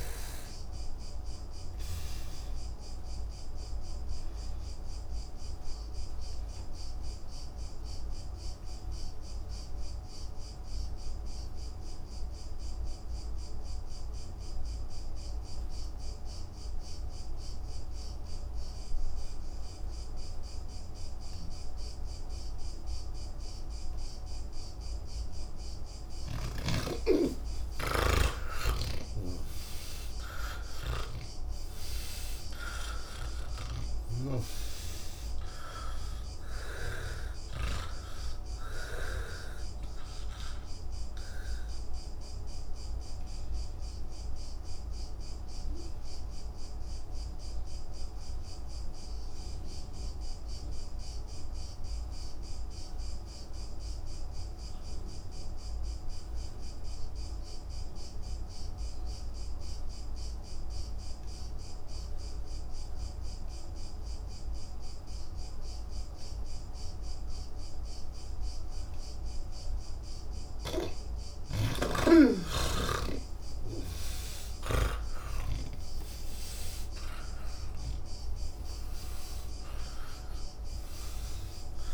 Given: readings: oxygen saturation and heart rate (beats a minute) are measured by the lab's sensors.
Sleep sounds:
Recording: breathing in sleep by a room microphone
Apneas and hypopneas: 2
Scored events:
0.00-16.50 s: oxygen desaturation (device-marked, oxygen 83% lowest, heart rate 30 extreme)
1.50-26.00 s: obstructive apnea (oxygen 98% before, 81% lowest, heart rate 94 before, 49 extreme, up 20 after)
21.50-54.50 s: oxygen desaturation (device-marked, oxygen 98% before, 81% lowest, heart rate 117 before, 49 extreme)
29.00-39.50 s: snoring (device-marked)
40.50-69.00 s: obstructive apnea (oxygen 98% before, 81% lowest, heart rate 101 before, 49 extreme, up 4 after)
48.50-81.94 s: new sleep stage, N3 (deep sleep)
61.50-81.94 s: oxygen desaturation (device-marked, oxygen 99% before, 86% lowest, heart rate 109 before, 25 extreme)
From the record:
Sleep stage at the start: N1 (lightest sleep)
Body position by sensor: on the back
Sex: male

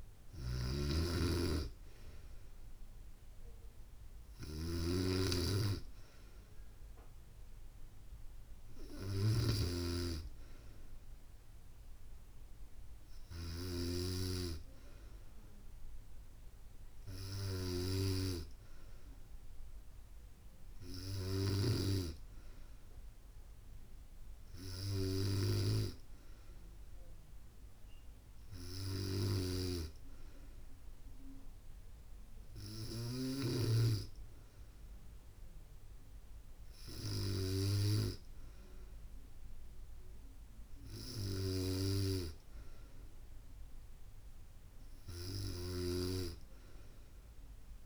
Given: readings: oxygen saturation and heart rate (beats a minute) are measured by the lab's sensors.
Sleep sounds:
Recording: breathing in sleep by a room microphone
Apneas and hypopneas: none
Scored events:
0.00-13.50 s: snoring (device-marked)
45.00-47.86 s: snoring (device-marked)
From the record:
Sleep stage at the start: N2 (light sleep)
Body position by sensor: on the back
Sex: female

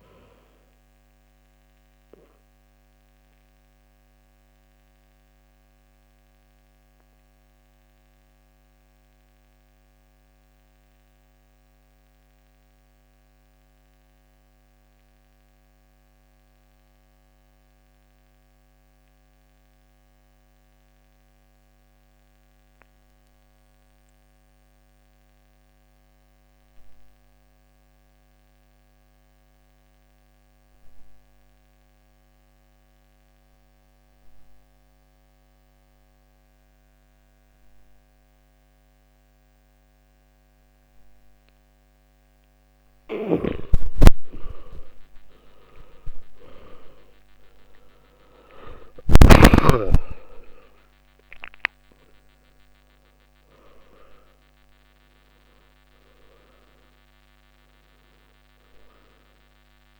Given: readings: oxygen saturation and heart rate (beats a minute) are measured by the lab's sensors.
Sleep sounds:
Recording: breathing in sleep by a microphone on the trachea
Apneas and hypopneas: 1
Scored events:
0.00-21.00 s: oxygen desaturation (device-marked, oxygen 85% lowest, heart rate 51 extreme)
2.00-43.00 s: obstructive apnea (oxygen 98% before, 79% lowest, heart rate 66 before, 52 extreme, up 11 after)
41.00-60.00 s: oxygen desaturation (device-marked, oxygen 96% before, 79% lowest, heart rate 59 before, 56 extreme)
43.50-49.50 s: snoring (device-marked)
47.50-51.50 s: arousal
From the record:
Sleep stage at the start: N2 (light sleep)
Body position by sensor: on the back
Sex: male

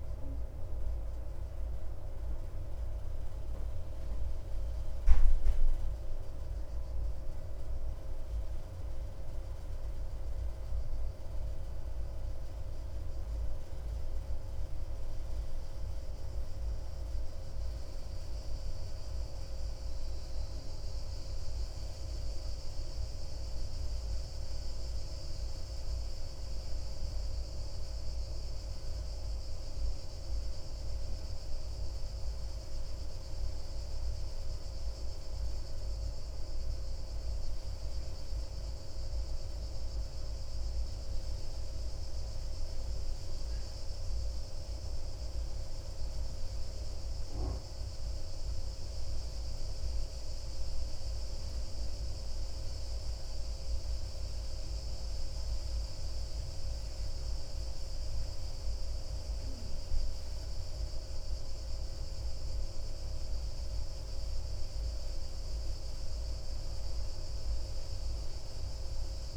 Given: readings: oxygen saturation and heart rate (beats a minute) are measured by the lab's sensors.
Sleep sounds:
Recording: a person awake in a sleep study, hard to hear, by a room microphone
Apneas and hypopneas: none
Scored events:
42.00-69.37 s: new sleep stage, N1 (lightest sleep)
From the record:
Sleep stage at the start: awake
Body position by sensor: on the back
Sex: male

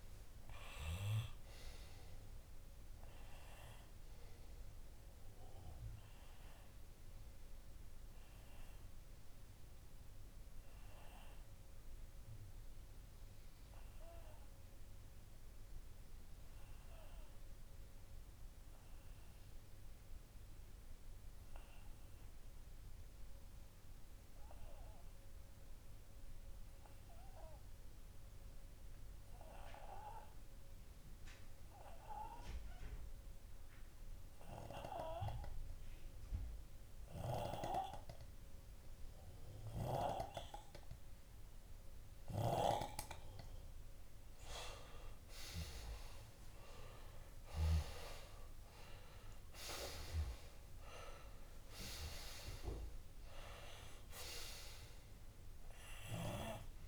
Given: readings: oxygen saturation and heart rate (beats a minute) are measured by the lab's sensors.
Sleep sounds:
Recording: breathing in sleep by a room microphone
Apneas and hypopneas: 1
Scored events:
0.00-1.00 s: oxygen desaturation (device-marked, oxygen 94% lowest)
7.00-43.50 s: obstructive apnea (oxygen 97% before, 94% lowest)
42.00-52.00 s: oxygen desaturation (device-marked, oxygen 98% before, 94% lowest)
46.50-51.00 s: arousal
From the record:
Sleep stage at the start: N2 (light sleep)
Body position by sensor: on the left side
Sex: male

